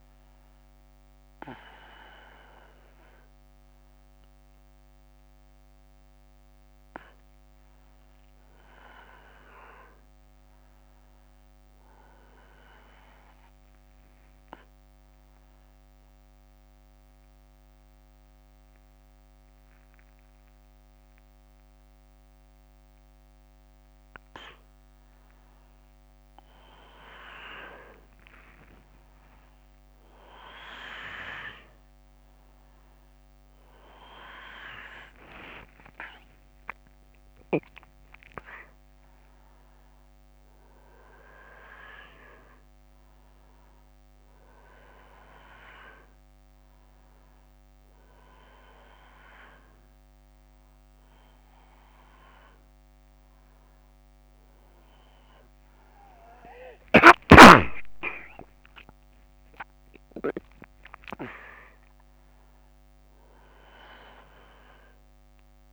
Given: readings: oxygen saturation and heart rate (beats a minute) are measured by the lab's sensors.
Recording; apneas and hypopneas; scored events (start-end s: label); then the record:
a person awake in a sleep study, by a microphone on the trachea; none
none scored
From the record:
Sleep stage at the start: awake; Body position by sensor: on the back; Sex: male